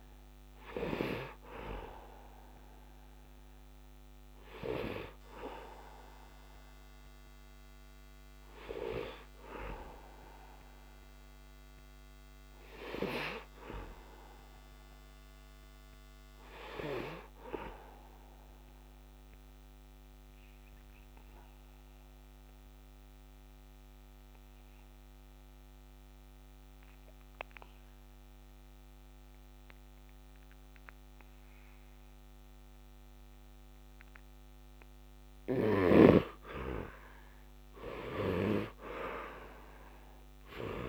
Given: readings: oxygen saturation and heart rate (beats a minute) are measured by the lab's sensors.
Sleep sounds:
breathing in sleep by a microphone on the trachea; 1
0.00-18.00 s: oxygen desaturation (device-marked, oxygen 63% lowest, heart rate 73 extreme)
15.50-34.00 s: obstructive apnea (oxygen 75% before, 65% lowest, heart rate 79 before, 68 extreme, up 10 after)
35.00-40.89 s: oxygen desaturation (device-marked, oxygen 99% before, 93% lowest, heart rate 77 before, 68 extreme)
36.00-40.50 s: arousal
From the record:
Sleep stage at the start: N2 (light sleep); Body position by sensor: on the back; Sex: male

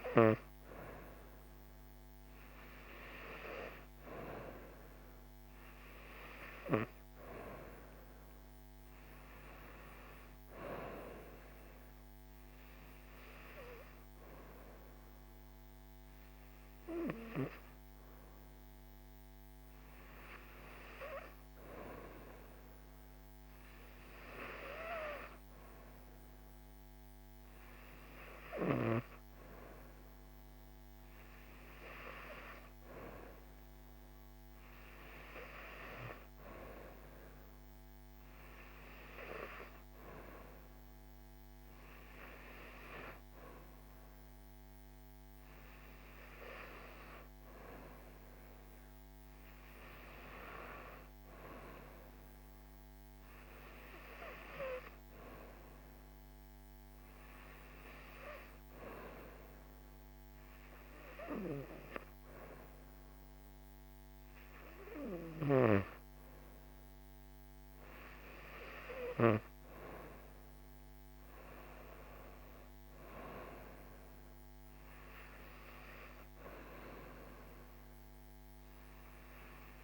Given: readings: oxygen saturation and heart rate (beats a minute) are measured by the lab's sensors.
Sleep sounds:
breathing in sleep by a microphone on the trachea; none
8.50-79.84 s: new sleep stage, N2 (light sleep)
From the record:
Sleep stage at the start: REM sleep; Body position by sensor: on the right side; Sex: female

